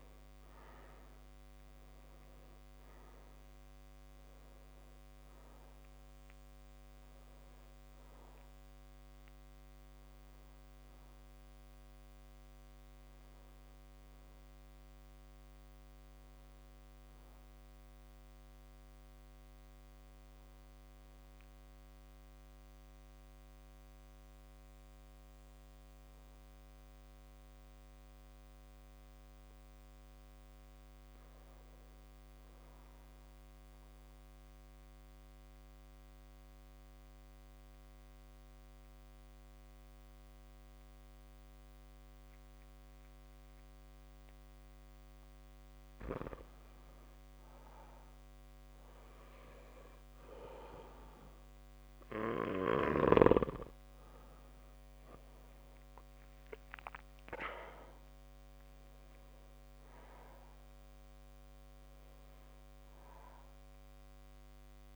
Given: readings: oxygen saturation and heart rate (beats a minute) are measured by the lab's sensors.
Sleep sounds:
breathing in sleep by a microphone on the trachea; 1
0.00-27.00 s: oxygen desaturation (device-marked, oxygen 99% before, 90% lowest)
27.50-31.00 s: arousal
34.50-53.00 s: mixed apnea (oxygen 100% before, 93% lowest)
50.00-64.96 s: oxygen desaturation (device-marked, oxygen 99% before, 93% lowest)
55.50-59.50 s: arousal
From the record:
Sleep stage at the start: N2 (light sleep); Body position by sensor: on the back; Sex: male

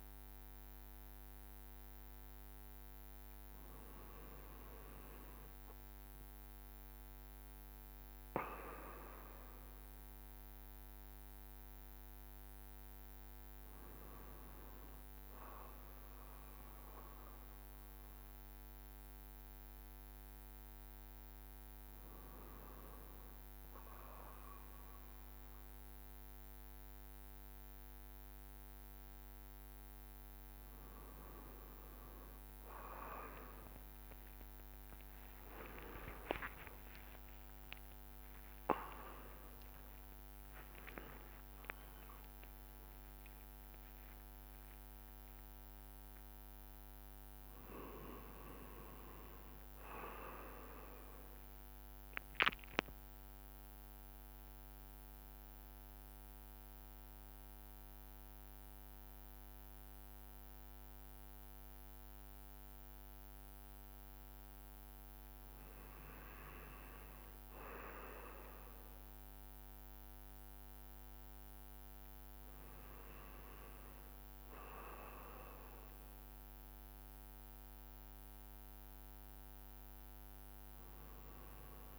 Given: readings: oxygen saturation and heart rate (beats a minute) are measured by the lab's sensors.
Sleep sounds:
a person awake in a sleep study, by a microphone on the trachea; 1
34.00-41.00 s: tachycardia (device-marked, heart rate 81 before, 129 extreme)
35.00-37.00 s: long interval between heartbeats (device-marked, heart rate 69 before, 88 extreme)
38.00-40.00 s: long interval between heartbeats (device-marked, heart rate 74 before, 123 extreme)
42.00-81.98 s: new sleep stage, N1 (lightest sleep)
48.00-57.00 s: drop in pulse transit time (device-marked, heart rate 91 before, 81 extreme)
52.50-64.50 s: central apnea (oxygen 96% before, 93% lowest, heart rate 94 before, 71 extreme, up 2 after)
66.00-69.50 s: arousal
69.00-81.98 s: oxygen desaturation (device-marked, oxygen 96% before, 93% lowest, heart rate 77 before, 72 extreme)
From the record:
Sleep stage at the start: awake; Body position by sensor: on the right side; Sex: male

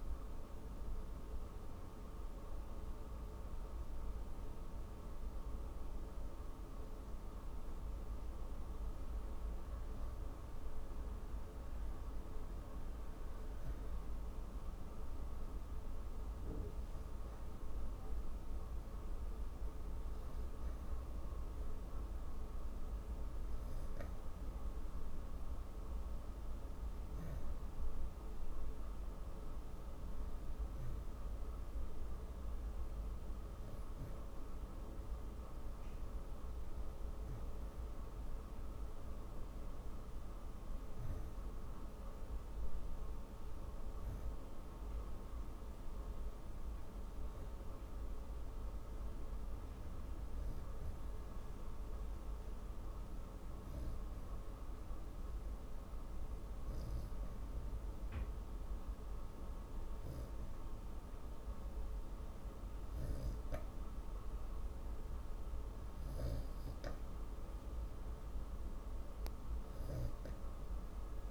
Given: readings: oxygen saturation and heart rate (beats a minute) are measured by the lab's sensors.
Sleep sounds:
breathing in sleep, hard to hear, by a room microphone; 2
0.00-2.00 s: oxygen desaturation (device-marked, oxygen 90% lowest, heart rate 45 extreme)
1.00-12.50 s: hypopnea (oxygen 94% before, 92% lowest, heart rate 52 before, 48 extreme, up 7 after)
16.50-20.50 s: arousal
48.00-65.00 s: hypopnea (oxygen 94% before, 91% lowest, heart rate 57 before, 49 extreme, up 15 after)
68.00-71.31 s: arousal
From the record:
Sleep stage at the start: N2 (light sleep); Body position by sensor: on the back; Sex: female

